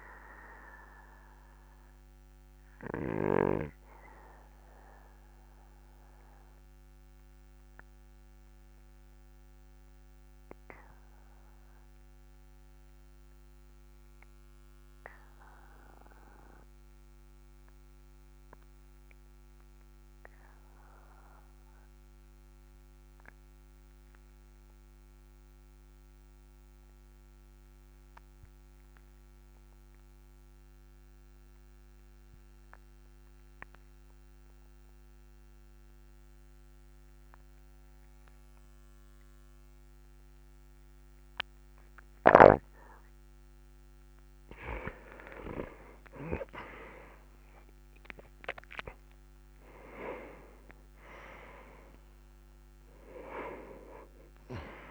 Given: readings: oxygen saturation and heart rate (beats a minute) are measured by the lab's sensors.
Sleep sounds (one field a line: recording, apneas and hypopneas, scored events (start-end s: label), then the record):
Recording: breathing in sleep by a microphone on the trachea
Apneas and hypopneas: 1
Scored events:
2.50-43.00 s: obstructive apnea (oxygen 99% before, 89% lowest, heart rate 47 before, 35 extreme, up 12 after)
45.00-49.00 s: arousal
From the record:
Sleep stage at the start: N2 (light sleep)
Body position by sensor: on the back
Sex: male